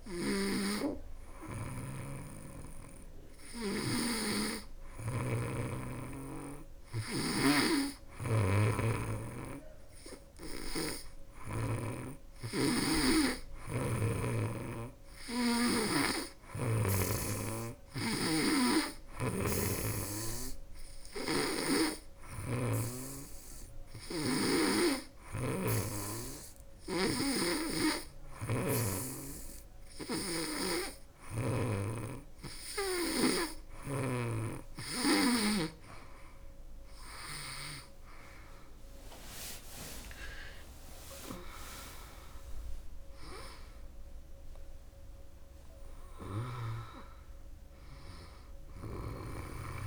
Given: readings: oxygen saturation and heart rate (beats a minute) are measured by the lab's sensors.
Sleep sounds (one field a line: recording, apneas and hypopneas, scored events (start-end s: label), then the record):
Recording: breathing in sleep by a room microphone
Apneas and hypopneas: 1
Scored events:
0.00-11.50 s: snoring (device-marked)
15.00-18.00 s: arousal
18.50-31.00 s: snoring (device-marked)
20.00-32.50 s: obstructive apnea (oxygen 98% before, 94% lowest, heart rate 76 before, 72 extreme, up 11 after)
39.00-42.00 s: arousal
48.00-49.87 s: snoring (device-marked)
From the record:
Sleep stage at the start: N2 (light sleep)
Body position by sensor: on the back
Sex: female